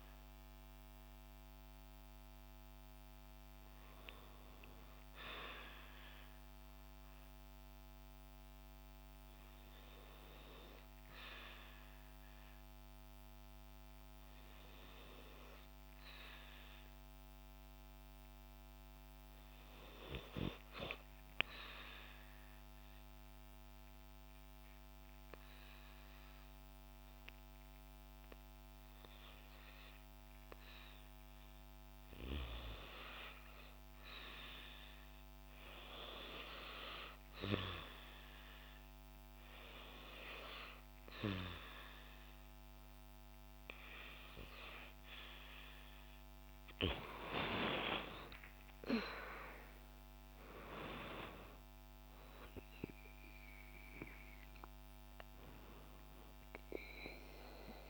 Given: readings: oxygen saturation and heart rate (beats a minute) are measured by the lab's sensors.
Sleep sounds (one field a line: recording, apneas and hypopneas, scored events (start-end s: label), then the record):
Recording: breathing in sleep by a microphone on the trachea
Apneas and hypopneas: 1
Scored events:
7.00-34.00 s: hypopnea (oxygen 98% before, 89% lowest, heart rate 66 before, 57 extreme, up 2 after)
25.50-50.50 s: oxygen desaturation (device-marked, oxygen 97% before, 89% lowest, heart rate 58 before, 57 extreme)
46.00-51.00 s: arousal
From the record:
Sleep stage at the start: REM sleep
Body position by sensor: on the back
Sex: female